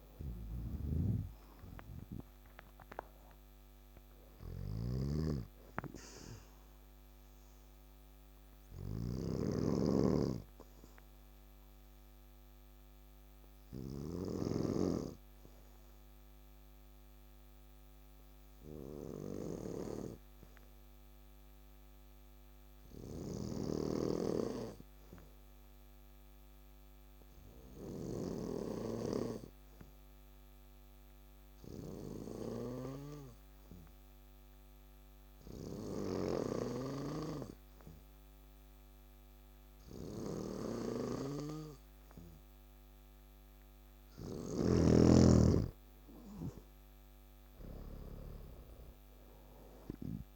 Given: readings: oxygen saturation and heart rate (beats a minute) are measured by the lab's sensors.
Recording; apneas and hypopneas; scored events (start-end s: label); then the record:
breathing in sleep by a microphone on the trachea; 1
0.00-14.50 s: snoring (device-marked)
7.00-42.50 s: obstructive apnea (oxygen 95% before, 93% lowest, heart rate 72 before, 61 extreme, up 9 after)
45.00-50.36 s: oxygen desaturation (device-marked, oxygen 97% before, 93% lowest, heart rate 64 before, 61 extreme)
46.00-49.50 s: arousal
From the record:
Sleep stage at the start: N2 (light sleep); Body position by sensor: on the back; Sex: male